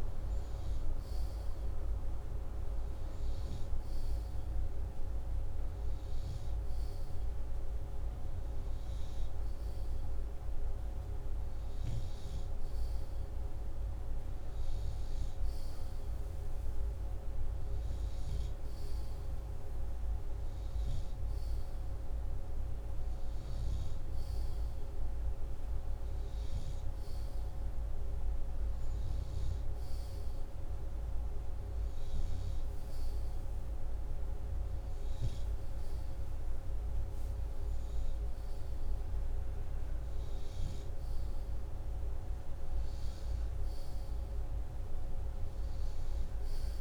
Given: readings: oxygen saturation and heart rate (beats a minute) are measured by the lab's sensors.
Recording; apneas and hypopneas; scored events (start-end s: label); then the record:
breathing in sleep, hard to hear, by a room microphone; none
none scored
From the record:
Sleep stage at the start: N2 (light sleep); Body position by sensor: upright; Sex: male